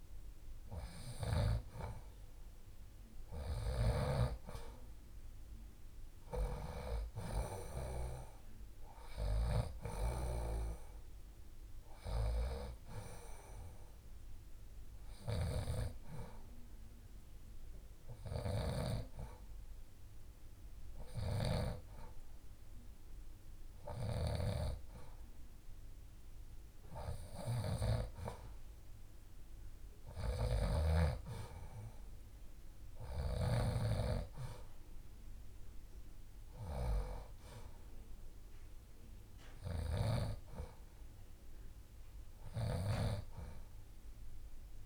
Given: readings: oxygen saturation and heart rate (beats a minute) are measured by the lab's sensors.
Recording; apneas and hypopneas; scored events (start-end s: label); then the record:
breathing in sleep by a room microphone; none
none scored
From the record:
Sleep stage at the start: N2 (light sleep); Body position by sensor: on the left side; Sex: female